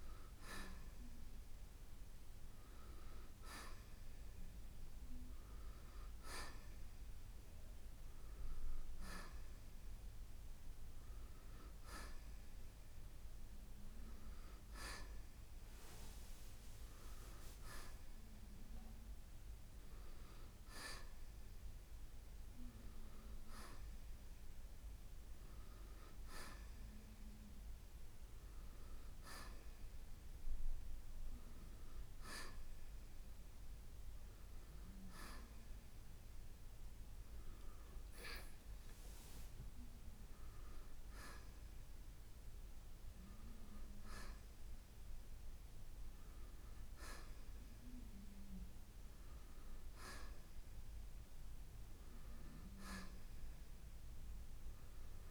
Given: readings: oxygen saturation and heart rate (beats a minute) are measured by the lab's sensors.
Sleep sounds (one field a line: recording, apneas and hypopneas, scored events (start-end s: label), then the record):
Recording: breathing in sleep by a room microphone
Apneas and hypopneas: none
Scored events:
none scored
From the record:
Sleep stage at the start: N1 (lightest sleep)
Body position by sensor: on the right side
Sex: male